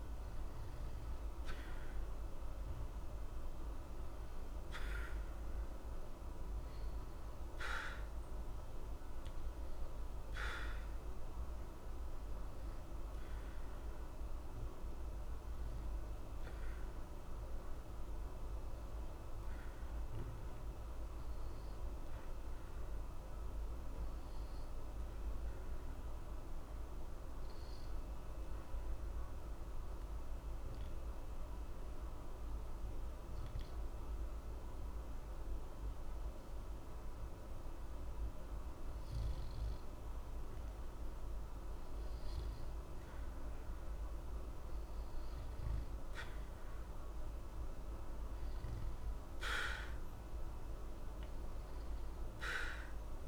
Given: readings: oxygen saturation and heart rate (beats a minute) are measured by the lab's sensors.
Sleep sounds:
breathing in sleep, hard to hear, by a room microphone; 1
16.00-35.00 s: oxygen desaturation (device-marked, oxygen 93% before, 89% lowest, heart rate 60 before, 60 extreme)
21.50-42.00 s: obstructive apnea (oxygen 93% before, 89% lowest, heart rate 60 before, 60 extreme, up 0 after)
45.50-48.50 s: arousal
From the record:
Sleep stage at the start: N2 (light sleep); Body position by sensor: on the back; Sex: male

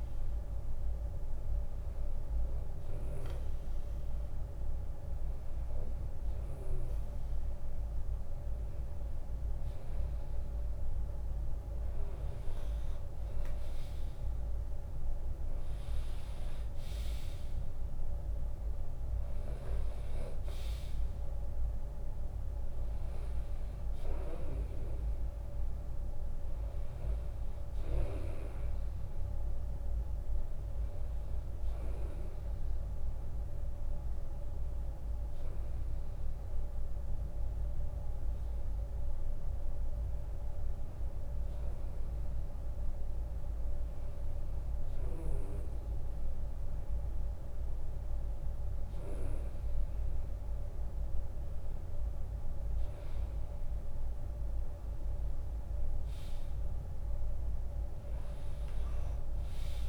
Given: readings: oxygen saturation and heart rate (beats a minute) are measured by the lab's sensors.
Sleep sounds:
breathing in sleep, hard to hear, by a room microphone; none
7.50-9.50 s: long interval between heartbeats (device-marked, heart rate 76 before, 71 extreme)
13.50-23.50 s: drop in pulse transit time (device-marked, heart rate 75 before, 69 extreme)
From the record:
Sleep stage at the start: N2 (light sleep); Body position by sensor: on the right side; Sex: male

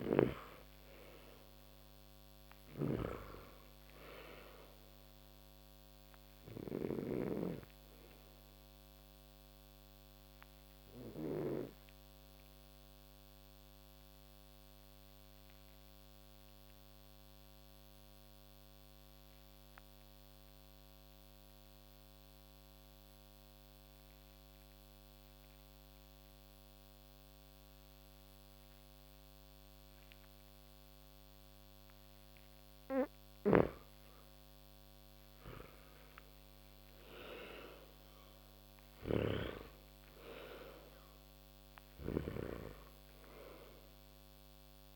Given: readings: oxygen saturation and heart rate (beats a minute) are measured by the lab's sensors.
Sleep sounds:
breathing in sleep by a microphone on the trachea; 1
0.00-2.00 s: arousal
2.00-6.50 s: snoring (device-marked)
3.00-26.00 s: oxygen desaturation (device-marked, oxygen 98% before, 87% lowest)
6.50-31.00 s: obstructive apnea (oxygen 98% before, 84% lowest)
32.50-42.00 s: snoring (device-marked)
34.50-37.50 s: arousal
41.00-44.96 s: oxygen desaturation (device-marked, oxygen 96% before, 84% lowest)
From the record:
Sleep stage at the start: N2 (light sleep); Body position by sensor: on the back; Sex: male

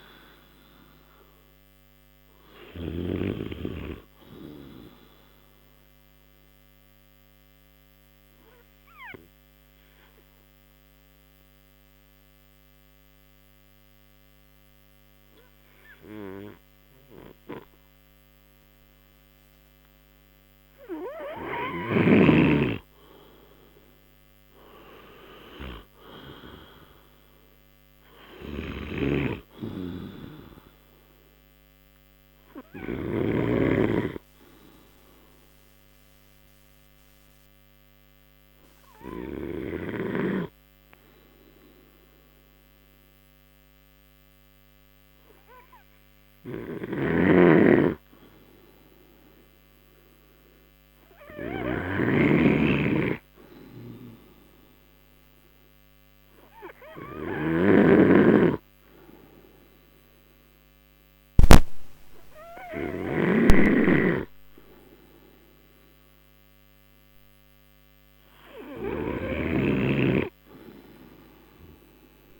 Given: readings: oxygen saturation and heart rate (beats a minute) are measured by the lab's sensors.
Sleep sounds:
breathing in sleep by a microphone on the trachea; 2
0.00-18.00 s: oxygen desaturation (device-marked, oxygen 88% lowest)
1.00-21.00 s: mixed apnea (oxygen 98% before, 88% lowest)
23.00-26.00 s: arousal
25.00-51.00 s: oxygen desaturation (device-marked, oxygen 99% before, 90% lowest)
31.50-65.50 s: obstructive apnea (oxygen 99% before, 90% lowest)
47.00-64.00 s: snoring (device-marked)
56.00-71.00 s: oxygen desaturation (device-marked, oxygen 98% before, 92% lowest)
70.00-72.40 s: snoring (device-marked)
From the record:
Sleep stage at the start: N2 (light sleep); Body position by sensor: on the right side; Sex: male

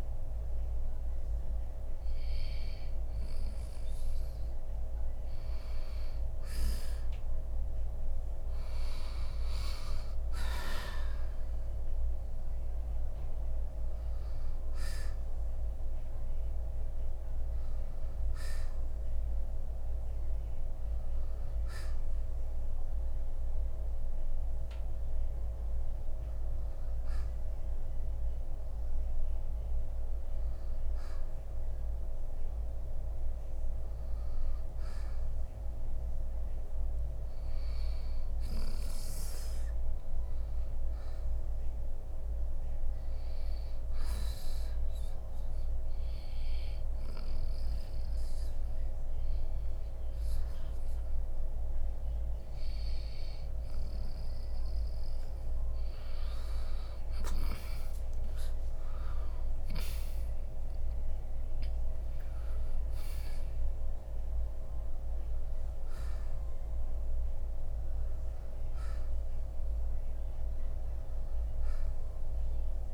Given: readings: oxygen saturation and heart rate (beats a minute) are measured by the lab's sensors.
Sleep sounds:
breathing in sleep, hard to hear, by a room microphone; 1
0.00-12.00 s: oxygen desaturation (device-marked, oxygen 90% before, 86% lowest, heart rate 65 before, 53 extreme)
11.00-15.00 s: arousal
32.00-43.00 s: oxygen desaturation (device-marked, oxygen 90% before, 87% lowest, heart rate 64 before, 60 extreme)
45.50-55.50 s: hypopnea (oxygen 94% before, 86% lowest, heart rate 62 before, 63 extreme, up 8 after)
51.00-70.00 s: oxygen desaturation (device-marked, oxygen 94% before, 89% lowest, heart rate 65 before, 61 extreme)
58.00-62.00 s: arousal
From the record:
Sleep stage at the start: N2 (light sleep); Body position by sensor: on the right side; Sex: male

